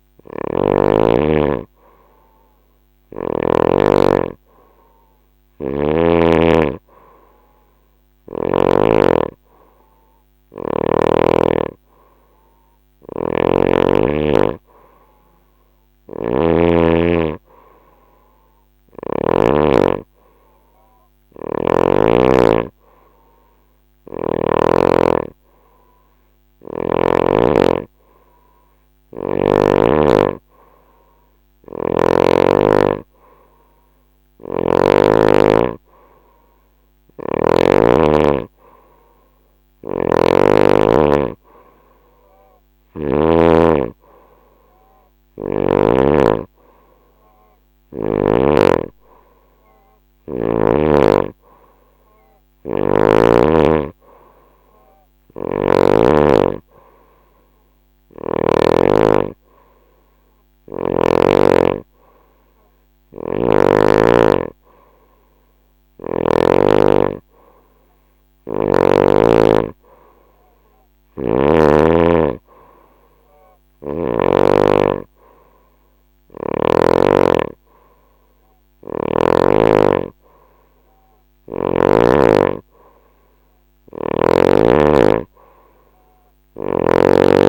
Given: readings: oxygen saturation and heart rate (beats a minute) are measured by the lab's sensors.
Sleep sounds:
breathing in sleep by a microphone on the trachea; none
0.00-3.00 s: snoring (device-marked)
12.50-16.00 s: snoring (device-marked)
20.50-24.00 s: snoring (device-marked)
33.50-37.00 s: snoring (device-marked)
39.00-42.50 s: snoring (device-marked)
54.50-58.00 s: snoring (device-marked)
62.50-66.00 s: snoring (device-marked)
83.00-87.49 s: snoring (device-marked)
From the record:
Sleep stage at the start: N2 (light sleep); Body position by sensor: on the right side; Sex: female

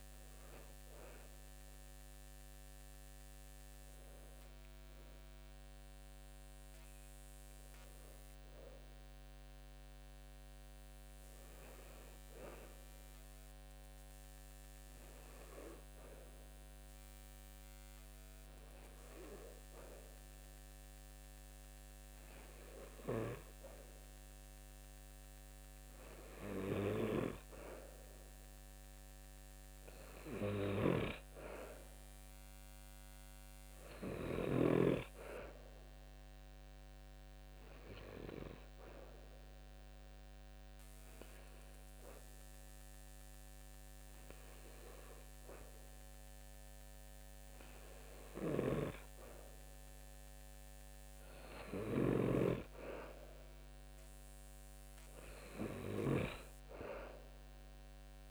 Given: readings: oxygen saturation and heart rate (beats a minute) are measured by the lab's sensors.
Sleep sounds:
breathing in sleep by a microphone on the trachea; 1
30.00-34.50 s: snoring (device-marked)
31.50-34.50 s: arousal
37.00-49.00 s: hypopnea (oxygen 96% before, 91% lowest, heart rate 71 before, 69 extreme, up 5 after)
48.00-52.00 s: snoring (device-marked)
51.00-54.00 s: arousal
From the record:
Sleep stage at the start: N2 (light sleep); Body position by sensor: on the back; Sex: male

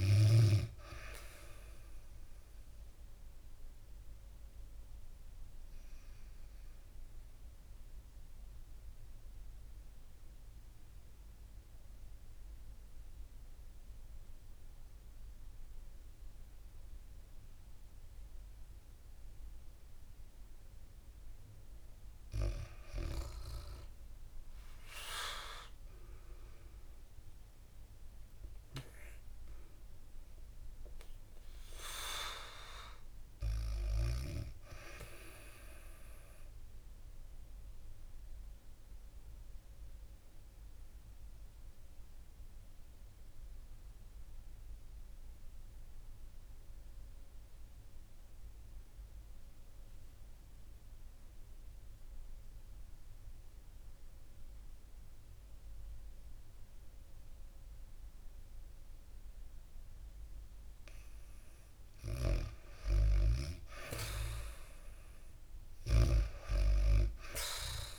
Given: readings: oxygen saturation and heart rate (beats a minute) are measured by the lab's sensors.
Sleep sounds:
breathing in sleep by a room microphone; 2
1.50-21.00 s: obstructive apnea (oxygen 100% before, 90% lowest, heart rate 69 before, 69 extreme, up 7 after)
19.00-45.00 s: oxygen desaturation (device-marked, oxygen 98% before, 91% lowest, heart rate 71 before, 68 extreme)
24.50-28.00 s: arousal
37.00-61.00 s: obstructive apnea (oxygen 98% before, 90% lowest, heart rate 74 before, 68 extreme, up 8 after)
49.00-67.99 s: new sleep stage, REM sleep
61.50-67.99 s: snoring (device-marked)
64.50-67.00 s: arousal
65.00-67.99 s: oxygen desaturation (device-marked, oxygen 98% before, 90% lowest, heart rate 70 before, 67 extreme)
From the record:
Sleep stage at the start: N2 (light sleep); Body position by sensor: on the back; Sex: female

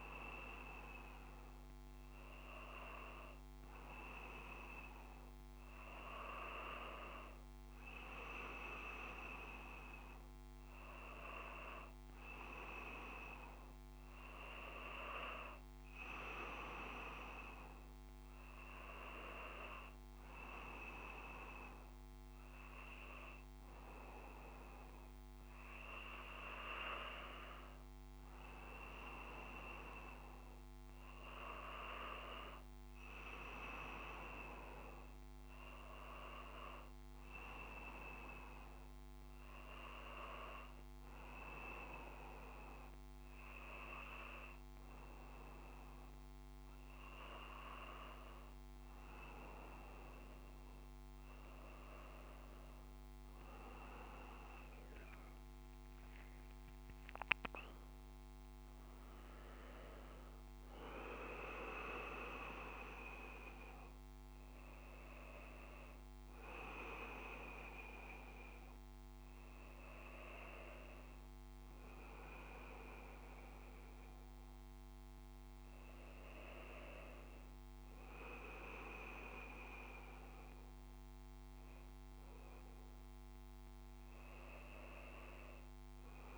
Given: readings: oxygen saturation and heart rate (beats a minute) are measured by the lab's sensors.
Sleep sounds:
breathing in sleep by a microphone on the trachea; none
none scored
From the record:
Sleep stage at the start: N1 (lightest sleep); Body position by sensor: on the back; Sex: male

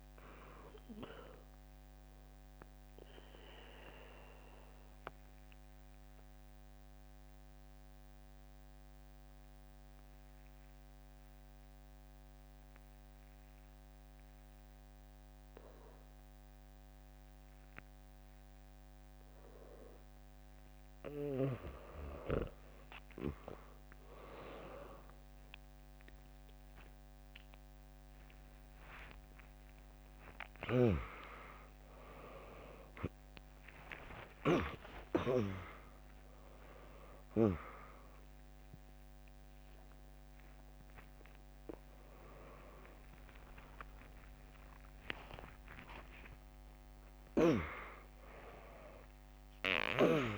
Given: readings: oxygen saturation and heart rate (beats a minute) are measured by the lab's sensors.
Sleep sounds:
a person awake in a sleep study, by a microphone on the trachea; 1
0.00-7.00 s: drop in pulse transit time (device-marked, heart rate 65 extreme)
0.00-14.00 s: oxygen desaturation (device-marked, oxygen 95% lowest, heart rate 57 extreme)
2.50-20.50 s: obstructive apnea (oxygen 100% before, 95% lowest, heart rate 68 before, 57 extreme, up 11 after)
13.00-50.37 s: new sleep stage, awake
16.00-22.00 s: bradycardia (device-marked, heart rate 76 before, 57 extreme)
29.00-40.00 s: drop in pulse transit time (device-marked, heart rate 68 before, 70 extreme)
29.00-43.00 s: oxygen desaturation (device-marked, oxygen 100% before, 95% lowest, heart rate 68 before, 90 extreme)
36.00-46.00 s: tachycardia (device-marked, heart rate 75 before, 116 extreme)
38.50-40.50 s: long interval between heartbeats (device-marked, heart rate 72 before, 99 extreme)
44.00-46.00 s: long interval between heartbeats (device-marked, heart rate 86 before, 108 extreme)
From the record:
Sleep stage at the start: N2 (light sleep); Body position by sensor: on the back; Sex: female

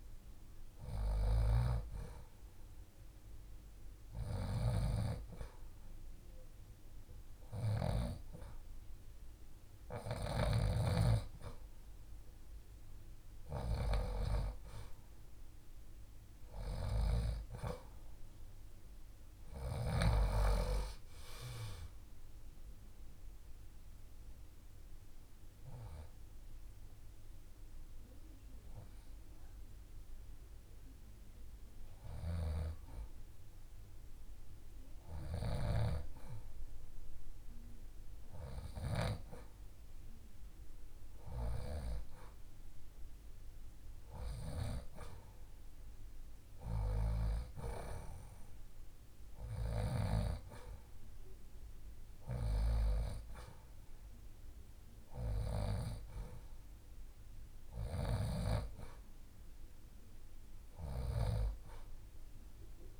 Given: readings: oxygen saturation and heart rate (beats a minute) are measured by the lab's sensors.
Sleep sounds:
breathing in sleep by a room microphone; 1
17.00-20.00 s: arousal
22.00-34.50 s: obstructive apnea (oxygen 91% before, 87% lowest, heart rate 72 before, 66 extreme, up 3 after)
27.00-34.00 s: oxygen desaturation (device-marked, oxygen 91% before, 87% lowest, heart rate 73 before, 66 extreme)
38.50-42.50 s: arousal
55.00-63.00 s: oxygen desaturation (device-marked, oxygen 93% before, 89% lowest, heart rate 71 before, 72 extreme)
From the record:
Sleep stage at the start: N2 (light sleep); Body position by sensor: on the left side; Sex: female

